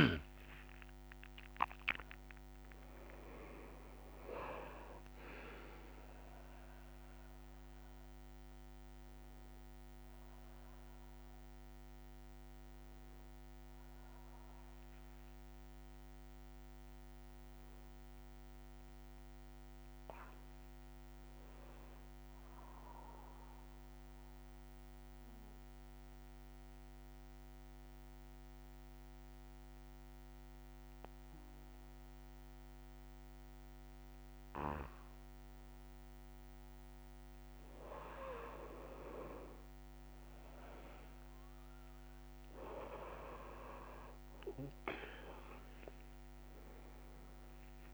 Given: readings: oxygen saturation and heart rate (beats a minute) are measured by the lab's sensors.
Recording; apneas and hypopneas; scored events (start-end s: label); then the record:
breathing in sleep by a microphone on the trachea; 1
5.50-19.50 s: oxygen desaturation (device-marked, oxygen 98% before, 94% lowest, heart rate 142 before, 60 extreme)
22.00-38.00 s: mixed apnea (oxygen 98% before, 93% lowest, heart rate 110 before, 28 extreme, up 19 after)
40.50-47.94 s: new sleep stage, N3 (deep sleep)
From the record:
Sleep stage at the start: N2 (light sleep); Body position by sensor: on the back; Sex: male